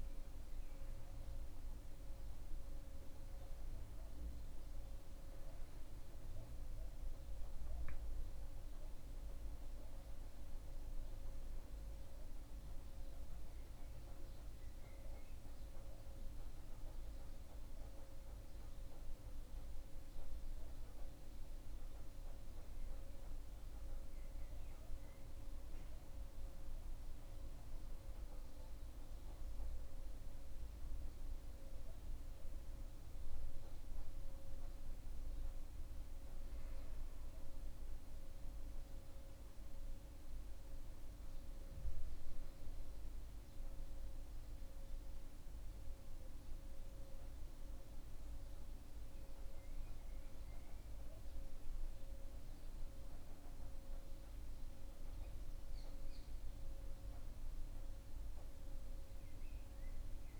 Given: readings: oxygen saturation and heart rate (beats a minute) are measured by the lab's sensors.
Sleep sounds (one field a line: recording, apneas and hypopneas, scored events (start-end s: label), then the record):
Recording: breathing in sleep, hard to hear, by a room microphone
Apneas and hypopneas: none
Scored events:
none scored
From the record:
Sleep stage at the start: N2 (light sleep)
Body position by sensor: on the back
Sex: male